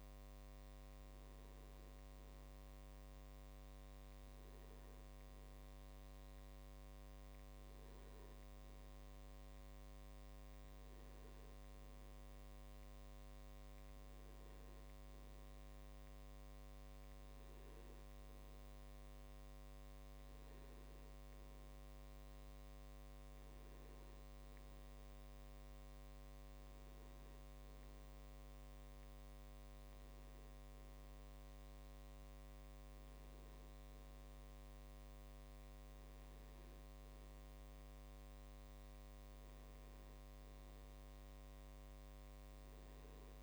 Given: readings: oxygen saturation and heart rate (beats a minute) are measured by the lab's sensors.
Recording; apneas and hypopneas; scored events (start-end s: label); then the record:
a person awake in a sleep study, hard to hear, by a microphone on the trachea; none
none scored
From the record:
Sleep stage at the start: awake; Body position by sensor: on the back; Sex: male